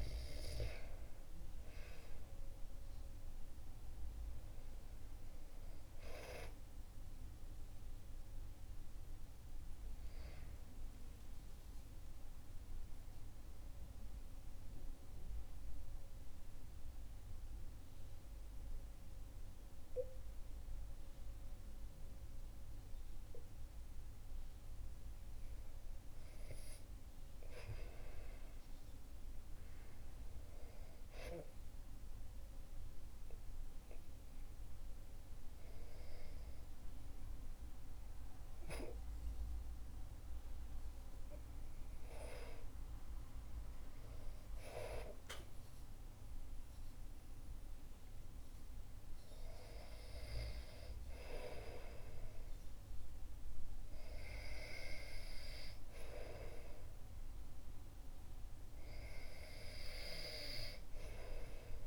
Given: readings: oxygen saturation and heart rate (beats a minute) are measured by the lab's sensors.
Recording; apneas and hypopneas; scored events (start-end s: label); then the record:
breathing in sleep by a room microphone; 1
0.00-11.50 s: oxygen desaturation (device-marked, oxygen 94% lowest, heart rate 55 extreme)
11.50-24.00 s: mixed apnea (oxygen 97% before, 95% lowest, heart rate 63 before, 52 extreme, up 8 after)
26.00-30.00 s: arousal
From the record:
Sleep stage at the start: REM sleep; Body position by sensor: on the back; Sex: male